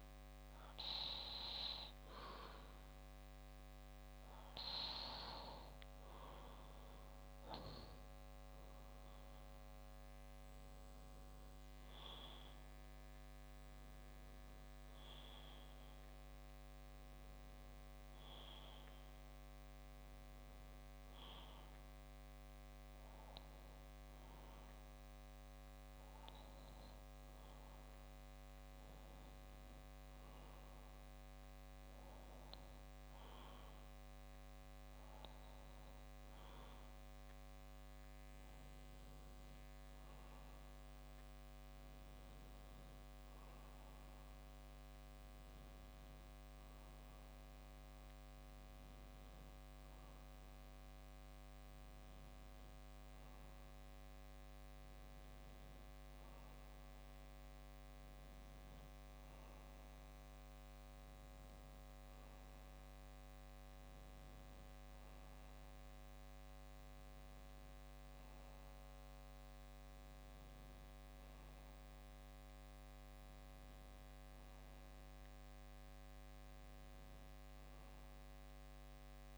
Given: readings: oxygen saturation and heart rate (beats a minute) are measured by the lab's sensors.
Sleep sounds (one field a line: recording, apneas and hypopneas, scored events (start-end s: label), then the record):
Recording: breathing in sleep, hard to hear, by a microphone on the trachea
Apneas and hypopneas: none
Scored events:
none scored
From the record:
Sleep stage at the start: N2 (light sleep)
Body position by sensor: on the back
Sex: male